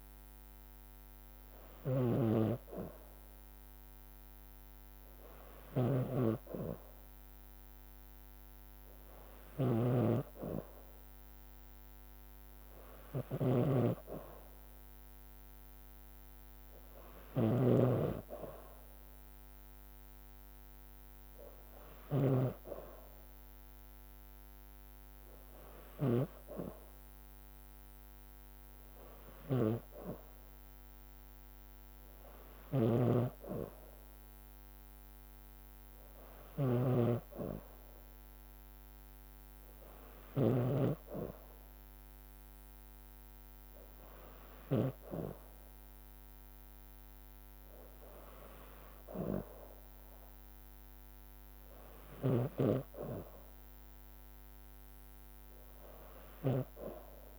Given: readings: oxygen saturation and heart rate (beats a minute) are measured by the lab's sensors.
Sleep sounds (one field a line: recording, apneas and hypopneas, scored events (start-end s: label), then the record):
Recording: breathing in sleep by a microphone on the trachea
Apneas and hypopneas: none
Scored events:
0.00-45.00 s: snoring (device-marked)
From the record:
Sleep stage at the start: N2 (light sleep)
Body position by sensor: on the back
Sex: female